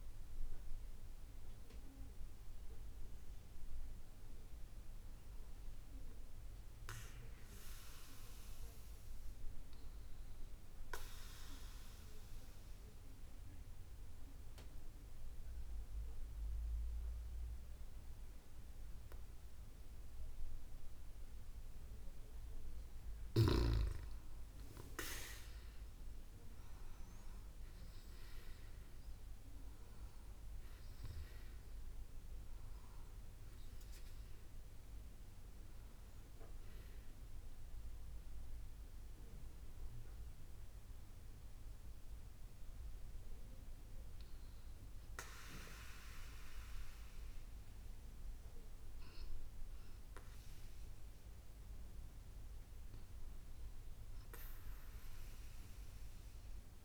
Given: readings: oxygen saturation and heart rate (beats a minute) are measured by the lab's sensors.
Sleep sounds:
breathing in sleep by a room microphone; 1
5.00-7.00 s: bradycardia (device-marked, heart rate 70 before, 60 extreme)
10.50-22.50 s: obstructive apnea (oxygen 97% before, 94% lowest, heart rate 67 before, 63 extreme, up 12 after)
24.00-27.50 s: arousal
From the record:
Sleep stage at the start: N2 (light sleep); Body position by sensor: on the back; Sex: female

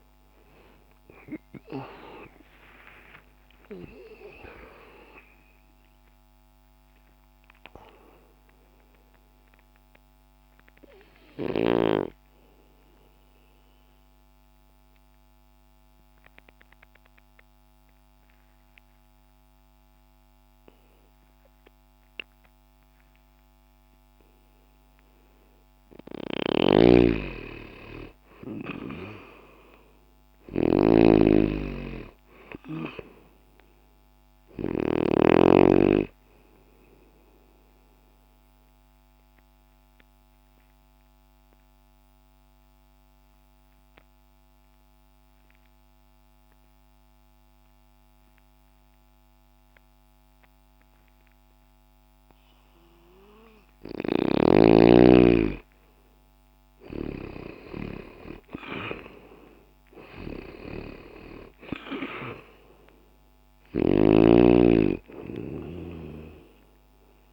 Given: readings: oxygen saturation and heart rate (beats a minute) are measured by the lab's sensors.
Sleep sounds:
breathing in sleep by a microphone on the trachea; 2
2.00-6.50 s: arousal
10.50-25.00 s: obstructive apnea (oxygen 97% before, 84% lowest, heart rate 75 before, 60 extreme, up 2 after)
15.50-27.50 s: oxygen desaturation (device-marked, oxygen 92% before, 84% lowest, heart rate 78 before, 60 extreme)
26.50-35.00 s: snoring (device-marked)
27.50-32.00 s: arousal
38.00-55.00 s: obstructive apnea (oxygen 97% before, 84% lowest, heart rate 61 before, 60 extreme, up 1 after)
39.50-55.50 s: oxygen desaturation (device-marked, oxygen 97% before, 88% lowest, heart rate 61 before, 60 extreme)
57.00-61.50 s: arousal
63.50-67.32 s: snoring (device-marked)
From the record:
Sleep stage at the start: N2 (light sleep); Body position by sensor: on the left side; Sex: male

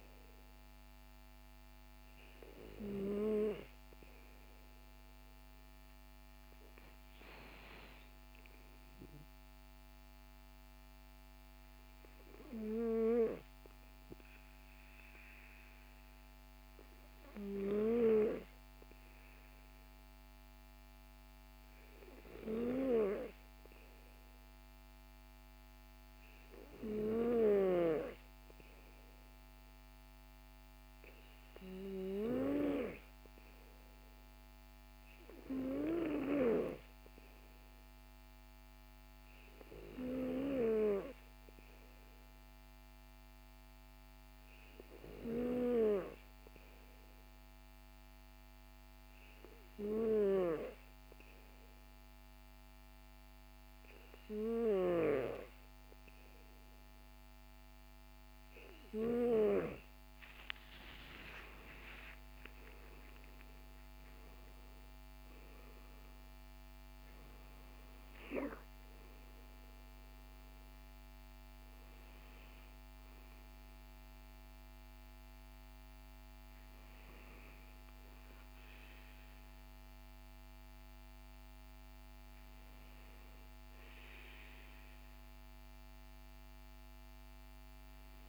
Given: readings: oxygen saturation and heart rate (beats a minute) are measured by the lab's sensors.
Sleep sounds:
breathing in sleep by a microphone on the trachea; 1
24.50-57.50 s: obstructive apnea (oxygen 96% before, 94% lowest, heart rate 55 before, 44 extreme, up 22 after)
59.50-63.00 s: arousal
From the record:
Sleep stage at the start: N2 (light sleep); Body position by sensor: on the back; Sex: male

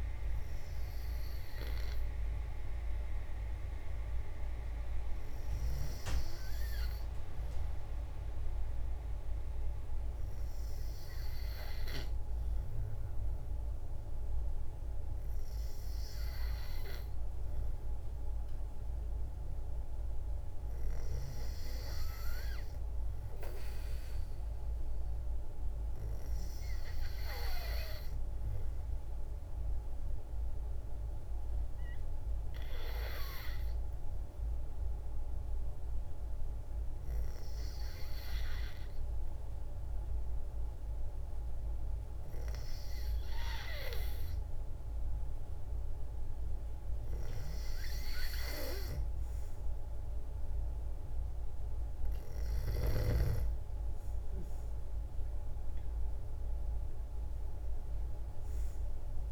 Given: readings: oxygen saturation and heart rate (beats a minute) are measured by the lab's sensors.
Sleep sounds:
breathing in sleep by a room microphone; 1
28.50-44.50 s: hypopnea (oxygen 94% before, 91% lowest, heart rate 57 before, 55 extreme, up 3 after)
51.00-59.32 s: oxygen desaturation (device-marked, oxygen 94% before, 91% lowest, heart rate 57 before, 55 extreme)
52.00-55.00 s: arousal
From the record:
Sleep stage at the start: N2 (light sleep); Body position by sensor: on the back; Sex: female

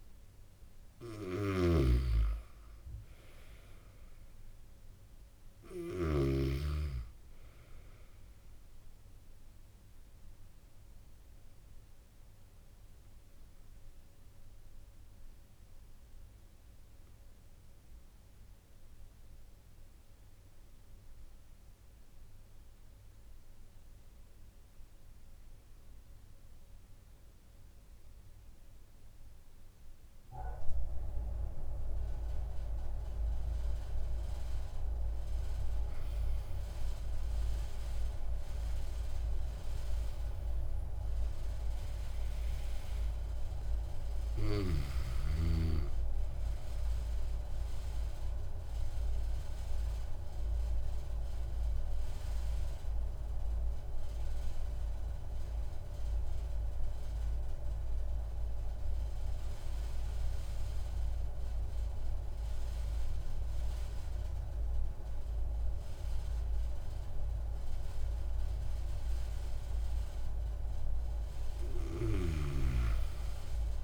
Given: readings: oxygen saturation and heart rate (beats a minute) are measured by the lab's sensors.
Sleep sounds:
breathing in sleep by a room microphone; 2
0.00-6.00 s: snoring (device-marked)
0.00-21.00 s: oxygen desaturation (device-marked, oxygen 92% lowest)
10.50-34.50 s: obstructive apnea (oxygen 98% before, 92% lowest)
36.00-40.00 s: arousal
47.00-69.50 s: obstructive apnea (oxygen 97% before, 93% lowest)
71.00-73.84 s: arousal
From the record:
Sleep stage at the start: N2 (light sleep); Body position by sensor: on the back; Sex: male

